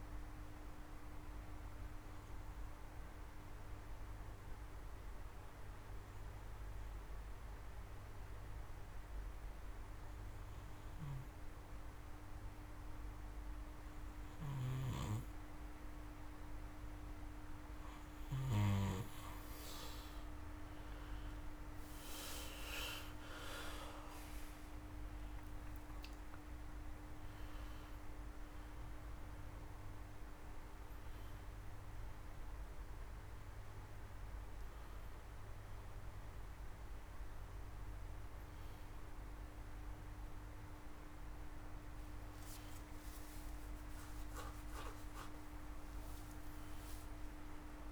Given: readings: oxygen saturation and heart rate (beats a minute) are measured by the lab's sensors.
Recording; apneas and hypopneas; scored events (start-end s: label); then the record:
breathing in sleep by a room microphone; 1
0.00-6.00 s: oxygen desaturation (device-marked, oxygen 89% lowest)
0.50-14.00 s: hypopnea (oxygen 96% before, 88% lowest)
12.00-39.00 s: oxygen desaturation (device-marked, oxygen 96% before, 88% lowest)
14.00-18.00 s: snoring (device-marked)
18.50-23.00 s: arousal
46.00-47.91 s: arousal
From the record:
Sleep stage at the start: N2 (light sleep); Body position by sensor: on the back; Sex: male